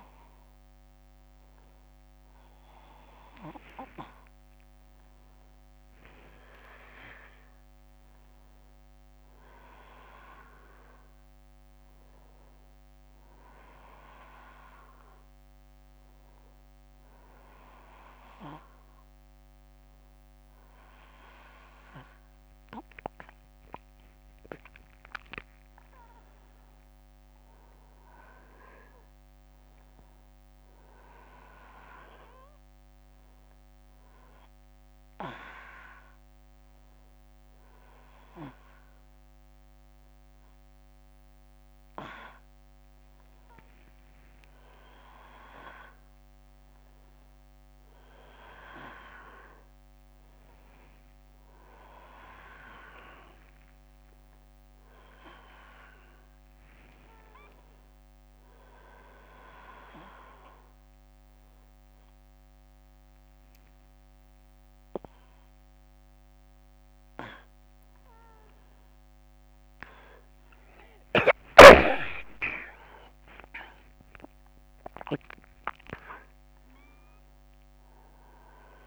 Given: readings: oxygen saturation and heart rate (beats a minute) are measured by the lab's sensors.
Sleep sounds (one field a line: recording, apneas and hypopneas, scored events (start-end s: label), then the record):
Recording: a person partly awake in a sleep study, by a microphone on the trachea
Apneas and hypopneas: none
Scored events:
54.00-78.87 s: new sleep stage, awake
From the record:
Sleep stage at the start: N1 (lightest sleep)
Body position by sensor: on the back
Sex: male